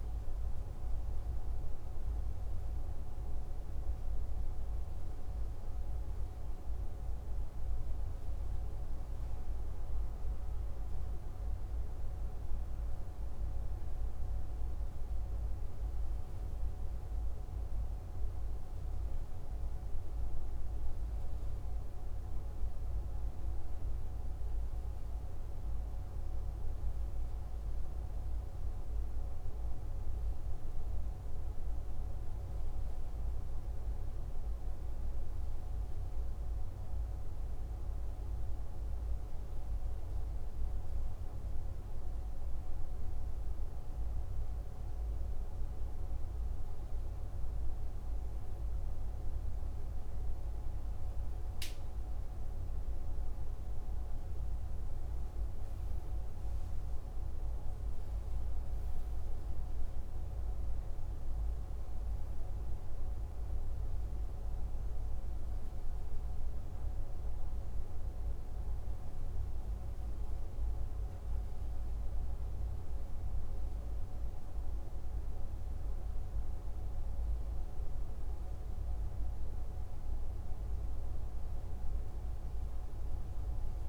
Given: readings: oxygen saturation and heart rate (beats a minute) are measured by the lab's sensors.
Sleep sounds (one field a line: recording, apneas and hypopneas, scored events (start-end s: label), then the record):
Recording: breathing in sleep, hard to hear, by a room microphone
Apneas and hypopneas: none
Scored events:
none scored
From the record:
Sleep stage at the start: N2 (light sleep)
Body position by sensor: on the left side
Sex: male